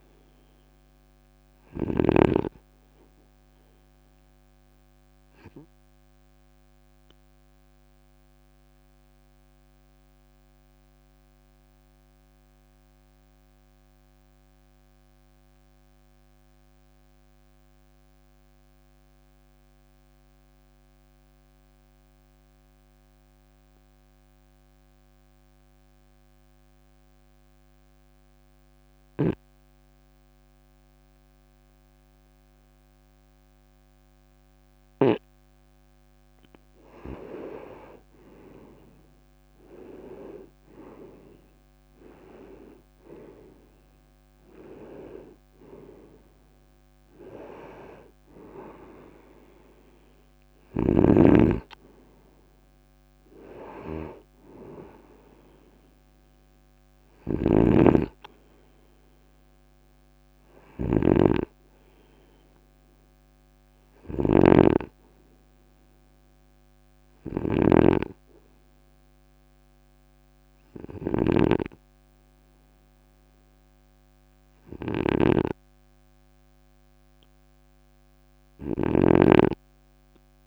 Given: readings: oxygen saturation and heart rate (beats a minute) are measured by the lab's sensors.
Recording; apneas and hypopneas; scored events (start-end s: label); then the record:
breathing in sleep by a microphone on the trachea; 1
0.00-2.00 s: snoring (device-marked)
5.00-35.00 s: obstructive apnea (oxygen 96% before, 91% lowest, heart rate 53 before, 50 extreme, up 5 after)
37.00-40.00 s: arousal
57.00-80.47 s: snoring (device-marked)
65.50-70.00 s: arousal
From the record:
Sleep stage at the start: N2 (light sleep); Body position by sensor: on the right side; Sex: male